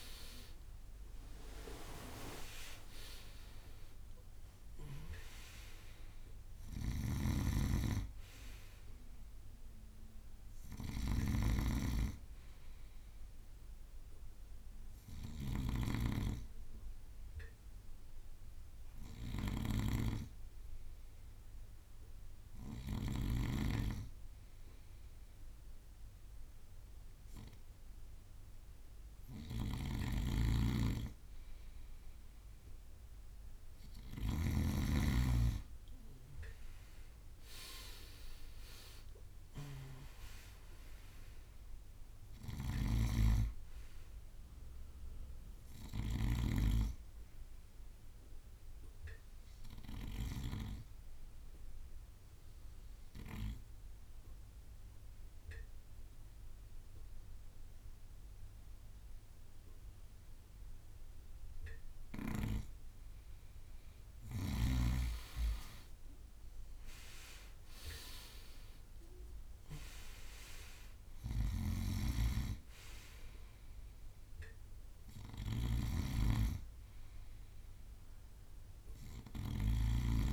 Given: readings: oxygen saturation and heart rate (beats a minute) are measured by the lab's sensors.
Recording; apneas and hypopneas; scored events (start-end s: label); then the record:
breathing in sleep by a room microphone; 2
0.00-4.50 s: arousal
0.00-11.00 s: drop in pulse transit time (device-marked, heart rate 57 extreme)
4.00-26.00 s: oxygen desaturation (device-marked, oxygen 98% before, 94% lowest, heart rate 58 before, 51 extreme)
6.00-36.00 s: bradycardia (device-marked, heart rate 57 before, 51 extreme)
7.00-23.50 s: snoring (device-marked)
16.50-29.50 s: hypopnea (oxygen 98% before, 94% lowest, heart rate 60 before, 51 extreme, up 2 after)
29.50-46.50 s: snoring (device-marked)
35.50-39.50 s: arousal
38.00-52.00 s: drop in pulse transit time (device-marked, heart rate 56 before, 51 extreme)
38.00-53.00 s: oxygen desaturation (device-marked, oxygen 98% before, 94% lowest, heart rate 56 before, 51 extreme)
42.00-65.00 s: bradycardia (device-marked, heart rate 57 before, 51 extreme)
50.50-62.50 s: obstructive apnea (oxygen 98% before, 92% lowest, heart rate 57 before, 50 extreme, up 14 after)
55.00-66.00 s: oxygen desaturation (device-marked, oxygen 99% before, 95% lowest, heart rate 56 before, 50 extreme)
65.00-73.00 s: drop in pulse transit time (device-marked, heart rate 53 before, 54 extreme)
65.50-70.00 s: arousal
71.00-78.00 s: oxygen desaturation (device-marked, oxygen 98% before, 95% lowest, heart rate 55 before, 50 extreme)
71.50-80.00 s: snoring (device-marked)
72.00-80.33 s: bradycardia (device-marked, heart rate 57 before, 50 extreme)
From the record:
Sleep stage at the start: N2 (light sleep); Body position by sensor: on the right side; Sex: male